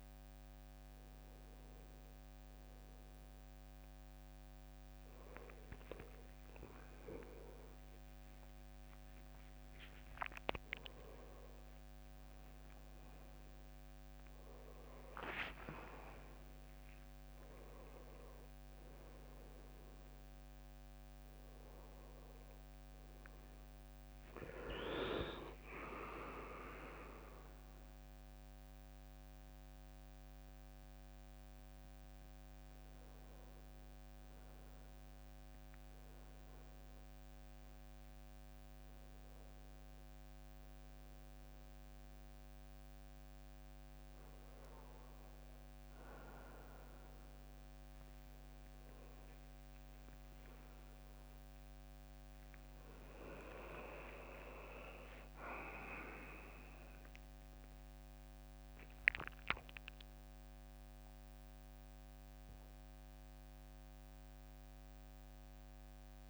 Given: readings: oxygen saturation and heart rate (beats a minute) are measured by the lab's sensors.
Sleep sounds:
a person awake in a sleep study, by a microphone on the trachea; none
13.00-21.00 s: drop in pulse transit time (device-marked, heart rate 72 before, 77 extreme)
28.00-41.00 s: drop in pulse transit time (device-marked, heart rate 77 before, 69 extreme)
From the record:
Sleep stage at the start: awake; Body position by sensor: on the right side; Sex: male

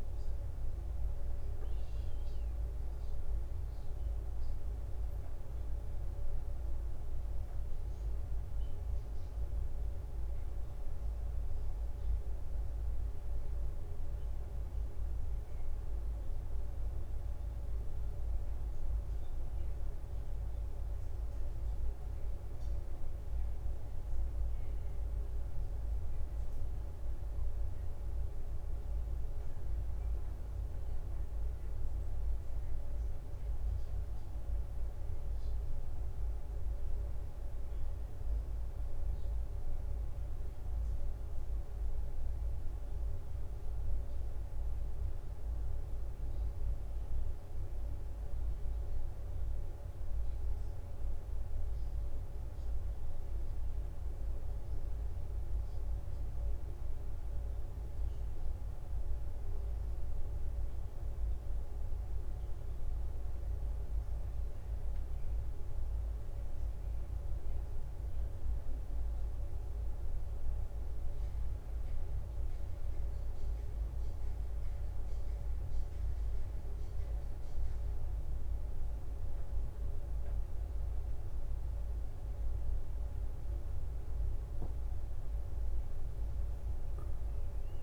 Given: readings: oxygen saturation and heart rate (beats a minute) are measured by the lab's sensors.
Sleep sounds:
breathing in sleep, hard to hear, by a room microphone; none
78.50-87.83 s: drop in pulse transit time (device-marked, heart rate 63 before, 62 extreme)
86.00-87.83 s: leg movement (device-marked)
From the record:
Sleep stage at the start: N1 (lightest sleep); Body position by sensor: on the back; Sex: female

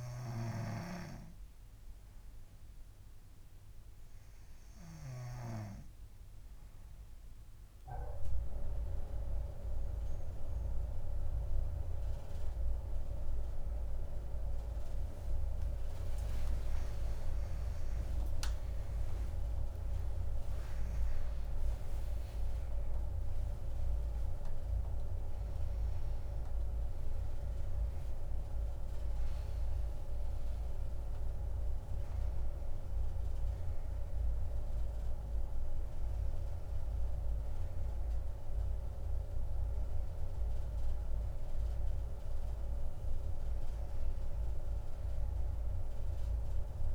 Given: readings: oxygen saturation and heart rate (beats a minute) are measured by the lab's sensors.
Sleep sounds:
a person awake in a sleep study, by a room microphone; none
0.00-6.00 s: snoring (device-marked)
20.00-46.95 s: new sleep stage, awake
From the record:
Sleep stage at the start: N2 (light sleep); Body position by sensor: on the right side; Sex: female

